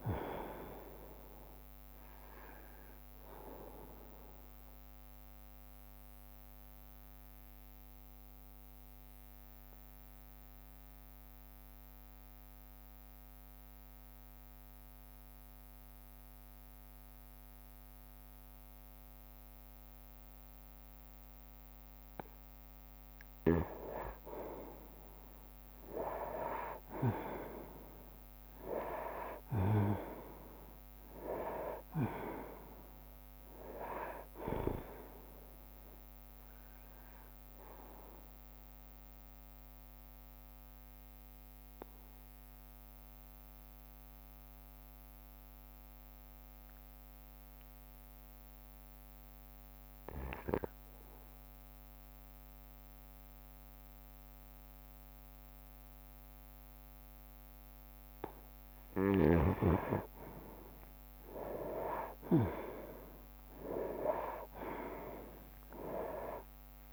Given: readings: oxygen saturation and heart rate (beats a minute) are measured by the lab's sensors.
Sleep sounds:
breathing in sleep by a microphone on the trachea; 2
0.00-5.50 s: drop in pulse transit time (device-marked, heart rate 66 extreme)
0.00-19.50 s: oxygen desaturation (device-marked, oxygen 91% lowest, heart rate 56 extreme)
2.50-22.50 s: obstructive apnea (oxygen 98% before, 91% lowest, heart rate 67 before, 56 extreme, up 10 after)
6.50-21.50 s: bradycardia (device-marked, heart rate 66 before, 56 extreme)
26.00-31.00 s: arousal
26.50-40.50 s: drop in pulse transit time (device-marked, heart rate 58 before, 63 extreme)
31.50-55.50 s: oxygen desaturation (device-marked, oxygen 98% before, 92% lowest, heart rate 60 before, 58 extreme)
36.00-59.50 s: obstructive apnea (oxygen 98% before, 92% lowest, heart rate 62 before, 58 extreme, up 9 after)
40.50-49.50 s: bradycardia (device-marked, heart rate 66 before, 58 extreme)
61.50-66.00 s: arousal
From the record:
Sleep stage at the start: N2 (light sleep); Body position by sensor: on the right side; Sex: male

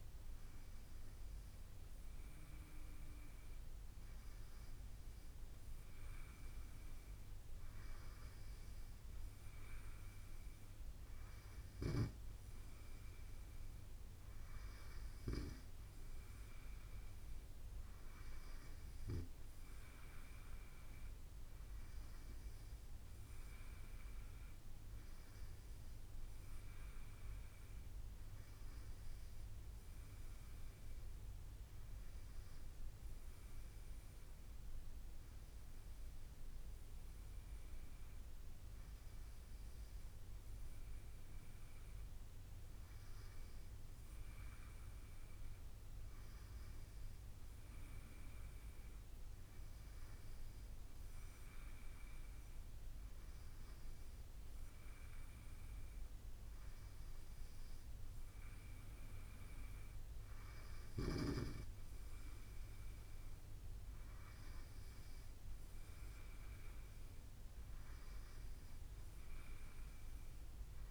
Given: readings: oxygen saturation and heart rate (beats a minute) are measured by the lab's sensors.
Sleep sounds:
breathing in sleep, hard to hear, by a room microphone; none
none scored
From the record:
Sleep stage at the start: N3 (deep sleep); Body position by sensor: on the right side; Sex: male

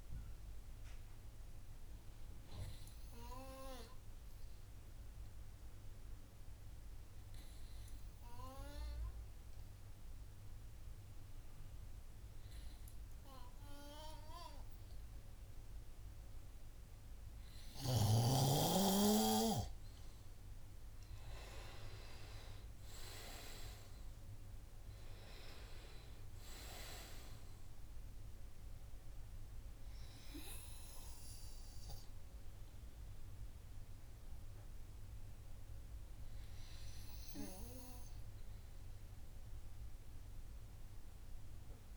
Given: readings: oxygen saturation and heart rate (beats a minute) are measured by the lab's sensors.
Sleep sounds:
breathing in sleep by a room microphone; 1
3.00-17.50 s: hypopnea (oxygen 99% before, 93% lowest, heart rate 63 before, 52 extreme, up 9 after)
20.00-23.00 s: arousal
From the record:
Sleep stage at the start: N2 (light sleep); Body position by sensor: on the right side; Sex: male

